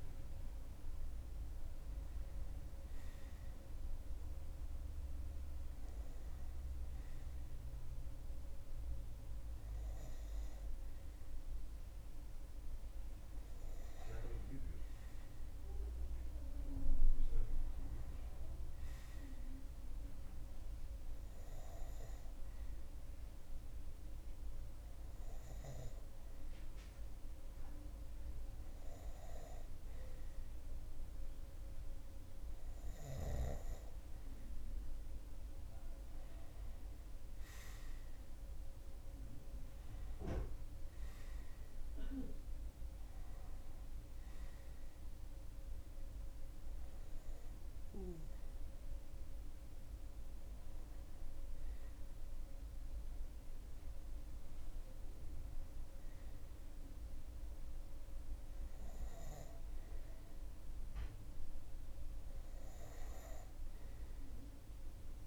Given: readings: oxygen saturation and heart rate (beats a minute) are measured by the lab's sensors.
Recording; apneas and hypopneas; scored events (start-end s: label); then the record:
breathing in sleep by a room microphone; 1
21.00-32.50 s: hypopnea (oxygen 97% before, 95% lowest)
35.00-40.50 s: arousal
From the record:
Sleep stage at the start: N2 (light sleep); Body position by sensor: on the right side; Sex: male